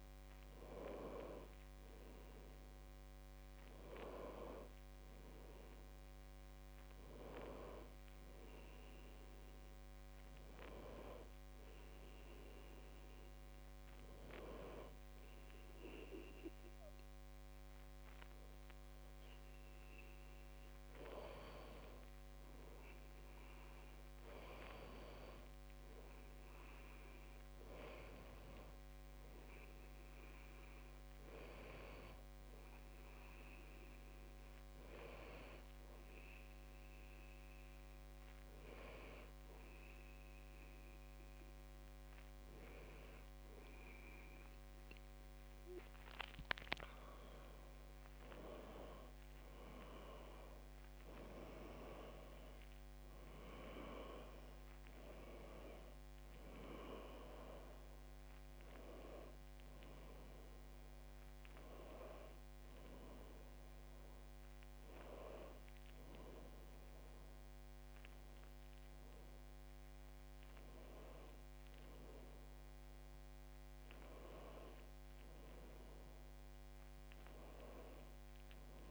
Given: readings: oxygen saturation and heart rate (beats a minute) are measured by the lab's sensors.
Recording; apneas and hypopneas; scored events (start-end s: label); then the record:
breathing in sleep by a microphone on the trachea; 1
6.50-78.91 s: new sleep stage, N2 (light sleep)
35.50-47.00 s: hypopnea (oxygen 95% before, 94% lowest, heart rate 65 before, 60 extreme, up 10 after)
49.50-54.50 s: arousal
From the record:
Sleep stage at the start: N1 (lightest sleep); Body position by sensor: on the back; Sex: female